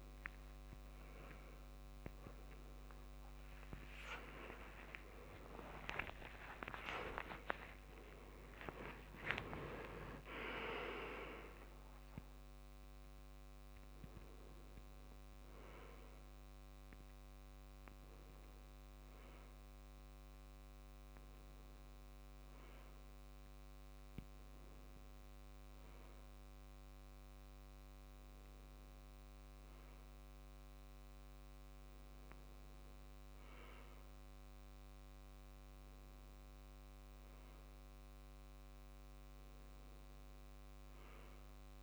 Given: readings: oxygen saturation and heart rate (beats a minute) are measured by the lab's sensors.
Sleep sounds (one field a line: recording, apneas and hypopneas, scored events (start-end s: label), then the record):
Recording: a person partly awake in a sleep study, by a microphone on the trachea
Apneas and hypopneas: none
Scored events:
4.00-10.00 s: tachycardia (device-marked, heart rate 75 before, 112 extreme)
4.00-34.00 s: new sleep stage, N1 (lightest sleep)
5.50-7.50 s: long interval between heartbeats (device-marked, heart rate 88 before, 96 extreme)
34.00-41.83 s: new sleep stage, N2 (light sleep)
From the record:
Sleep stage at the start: awake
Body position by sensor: on the right side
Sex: male